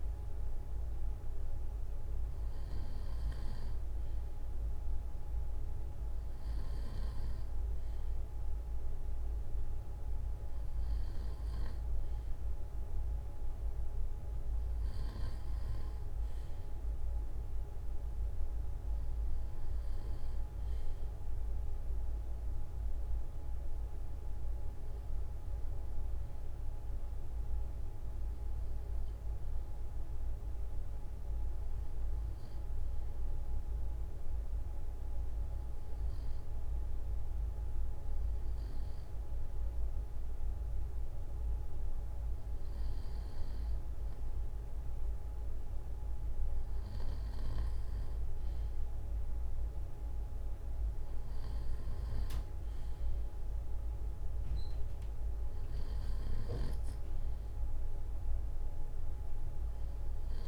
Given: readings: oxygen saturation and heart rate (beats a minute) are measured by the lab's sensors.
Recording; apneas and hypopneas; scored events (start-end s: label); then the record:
breathing in sleep, hard to hear, by a room microphone; none
none scored
From the record:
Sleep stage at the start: REM sleep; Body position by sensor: on the front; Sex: male